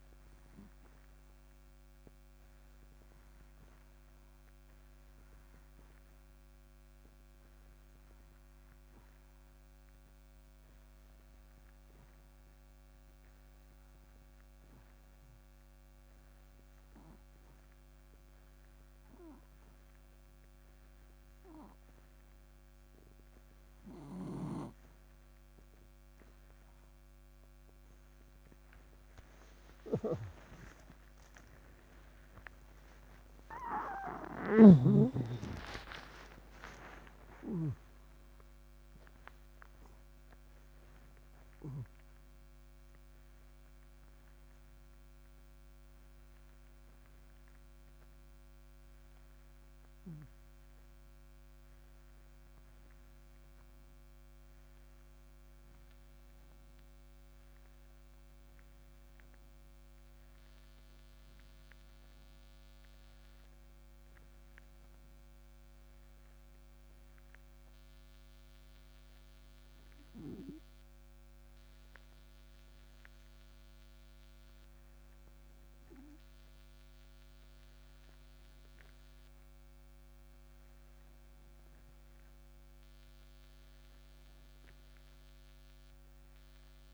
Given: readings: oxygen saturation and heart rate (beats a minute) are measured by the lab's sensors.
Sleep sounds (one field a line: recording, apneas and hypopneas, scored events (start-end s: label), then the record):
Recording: a person awake in a sleep study, by a microphone on the trachea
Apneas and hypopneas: 1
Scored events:
0.00-13.00 s: oxygen desaturation (device-marked, oxygen 92% lowest, heart rate 59 extreme)
8.00-24.00 s: obstructive apnea (oxygen 97% before, 89% lowest, heart rate 60 before, 59 extreme, up 16 after)
21.00-81.00 s: new sleep stage, awake
30.00-35.50 s: snoring (device-marked)
48.00-66.00 s: oxygen desaturation (device-marked, oxygen 94% before, 89% lowest, heart rate 85 before, 61 extreme)
81.00-86.94 s: new sleep stage, N1 (lightest sleep)
From the record:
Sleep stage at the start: N2 (light sleep)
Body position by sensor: on the back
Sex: male